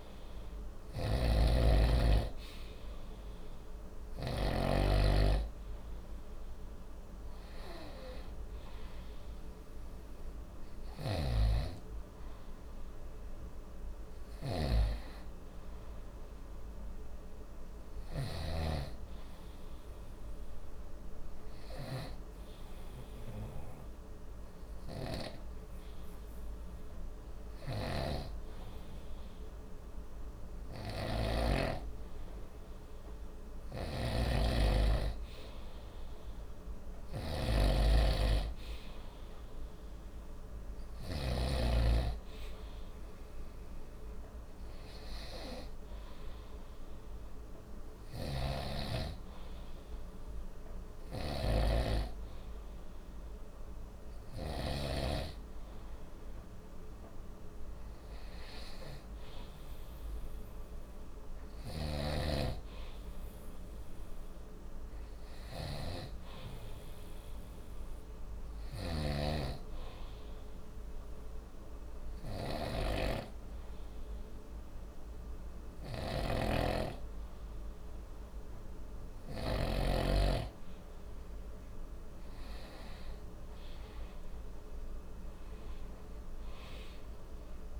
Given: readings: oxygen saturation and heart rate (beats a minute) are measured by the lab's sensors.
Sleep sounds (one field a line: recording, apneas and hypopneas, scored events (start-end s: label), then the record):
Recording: breathing in sleep by a room microphone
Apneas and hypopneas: 2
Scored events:
0.00-4.50 s: snoring (device-marked)
11.00-18.50 s: snoring (device-marked)
20.50-33.00 s: hypopnea (oxygen 94% before, 93% lowest, heart rate 57 before, 50 extreme, up 1 after)
27.50-41.50 s: snoring (device-marked)
35.00-38.00 s: arousal
48.00-55.00 s: snoring (device-marked)
68.50-80.00 s: snoring (device-marked)
70.50-82.00 s: hypopnea (oxygen 95% before, 92% lowest, heart rate 57 before, 50 extreme, up 12 after)
83.00-87.00 s: arousal
From the record:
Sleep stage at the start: N2 (light sleep)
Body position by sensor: on the right side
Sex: male